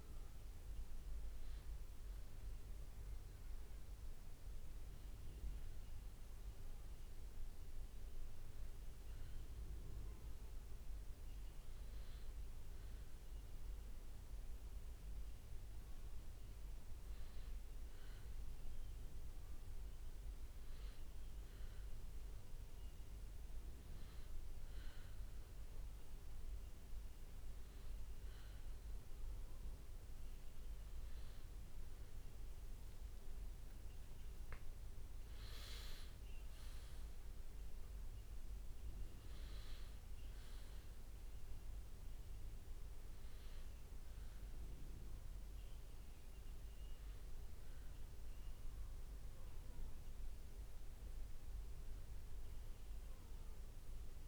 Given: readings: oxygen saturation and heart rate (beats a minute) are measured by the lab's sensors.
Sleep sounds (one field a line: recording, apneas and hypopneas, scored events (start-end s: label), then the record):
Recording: breathing in sleep, hard to hear, by a room microphone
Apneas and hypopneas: none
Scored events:
0.00-7.00 s: leg movement (device-marked)
17.50-19.00 s: leg movement (device-marked)
21.50-27.00 s: leg movement (device-marked)
32.00-34.00 s: leg movement (device-marked)
34.50-40.00 s: arousal
40.00-49.00 s: leg movement (device-marked)
From the record:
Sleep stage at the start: N2 (light sleep)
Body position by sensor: on the back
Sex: male